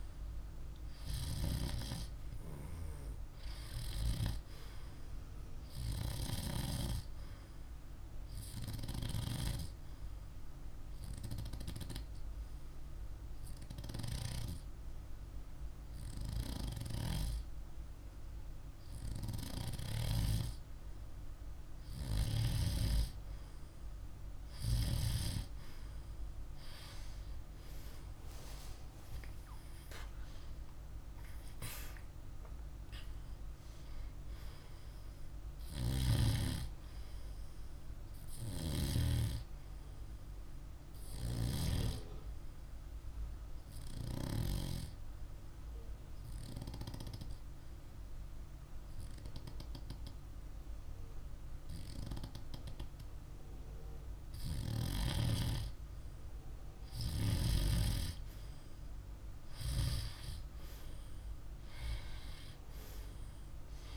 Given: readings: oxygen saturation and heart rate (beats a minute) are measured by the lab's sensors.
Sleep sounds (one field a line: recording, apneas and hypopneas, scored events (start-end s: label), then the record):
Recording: breathing in sleep by a room microphone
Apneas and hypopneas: 2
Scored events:
8.50-21.00 s: hypopnea (oxygen 99% before, 95% lowest, heart rate 50 before, 49 extreme, up 18 after)
27.50-32.00 s: arousal
43.50-55.00 s: hypopnea (oxygen 97% before, 95% lowest, heart rate 56 before, 48 extreme, up 2 after)
60.50-63.97 s: arousal
From the record:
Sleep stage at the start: N2 (light sleep)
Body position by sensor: on the back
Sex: male